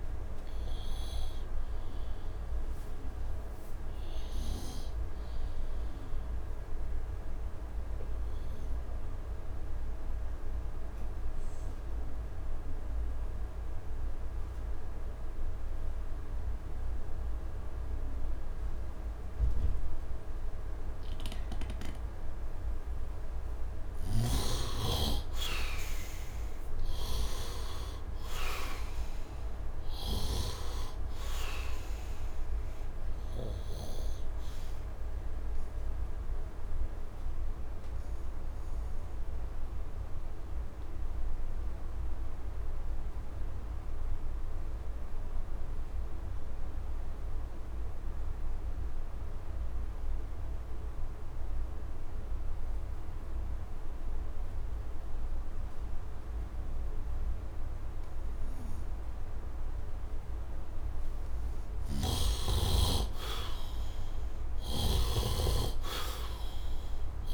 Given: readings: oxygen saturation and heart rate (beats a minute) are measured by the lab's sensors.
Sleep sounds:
breathing in sleep by a room microphone; 2
0.00-1.00 s: oxygen desaturation (device-marked, oxygen 88% lowest, heart rate 74 extreme)
6.00-23.00 s: obstructive apnea (oxygen 98% before, 81% lowest, heart rate 78 before, 67 extreme, up 8 after)
18.00-47.00 s: oxygen desaturation (device-marked, oxygen 98% before, 82% lowest, heart rate 77 before, 67 extreme)
24.00-34.00 s: snoring (device-marked)
24.50-29.00 s: arousal
35.00-60.00 s: obstructive apnea (oxygen 98% before, 78% lowest, heart rate 78 before, 66 extreme, up 7 after)
54.00-67.34 s: oxygen desaturation (device-marked, oxygen 99% before, 81% lowest, heart rate 71 before, 66 extreme)
61.50-65.00 s: snoring (device-marked)
61.50-66.50 s: arousal
From the record:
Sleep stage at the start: N2 (light sleep); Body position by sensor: on the right side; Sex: male

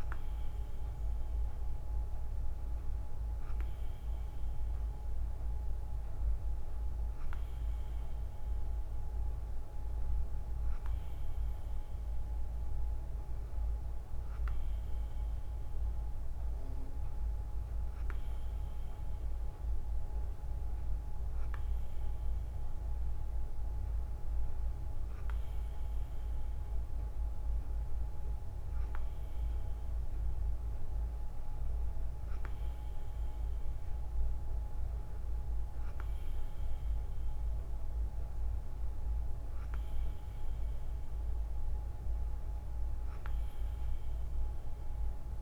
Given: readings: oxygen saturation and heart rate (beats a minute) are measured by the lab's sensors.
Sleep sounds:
breathing in sleep, hard to hear, by a room microphone; none
none scored
From the record:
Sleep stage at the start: N2 (light sleep); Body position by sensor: on the right side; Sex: female

